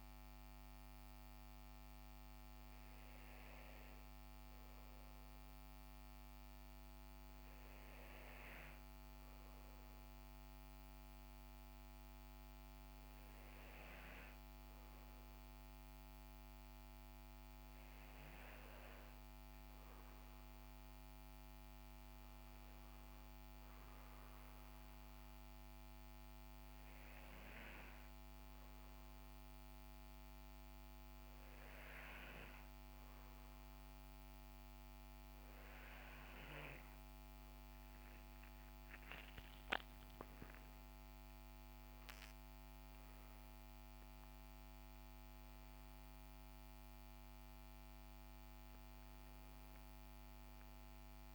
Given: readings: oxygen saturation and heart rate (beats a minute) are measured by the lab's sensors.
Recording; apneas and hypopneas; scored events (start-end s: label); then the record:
breathing in sleep, hard to hear, by a microphone on the trachea; 1
27.50-37.50 s: hypopnea (oxygen 95% before, 94% lowest, heart rate 65 before, 63 extreme, up 8 after)
39.00-43.00 s: arousal
From the record:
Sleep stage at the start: N2 (light sleep); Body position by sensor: on the right side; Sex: male